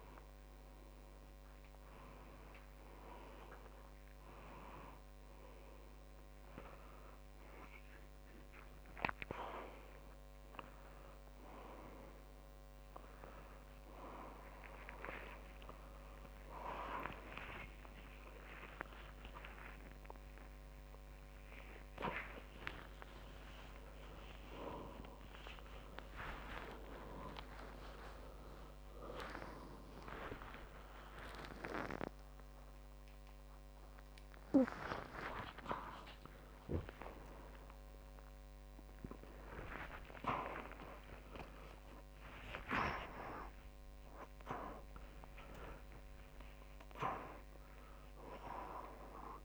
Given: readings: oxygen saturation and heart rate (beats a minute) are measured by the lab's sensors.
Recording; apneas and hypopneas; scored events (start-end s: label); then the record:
a person awake in a sleep study, by a microphone on the trachea; none
4.00-6.00 s: long interval between heartbeats (device-marked)
8.00-10.00 s: long interval between heartbeats (device-marked)
18.00-20.00 s: long interval between heartbeats (device-marked)
18.50-37.50 s: oxygen desaturation (device-marked, oxygen 97% before, 94% lowest)
19.50-21.50 s: tachycardia (device-marked, heart rate 32 before, 96 extreme)
21.00-23.00 s: long interval between heartbeats (device-marked)
28.50-30.50 s: long interval between heartbeats (device-marked, heart rate 46 before, 38 extreme)
34.00-36.00 s: long interval between heartbeats (device-marked, heart rate 52 before, 30 extreme)
41.00-43.00 s: long interval between heartbeats (device-marked)
43.00-45.00 s: long interval between heartbeats (device-marked)
From the record:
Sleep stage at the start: awake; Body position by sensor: on the back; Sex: male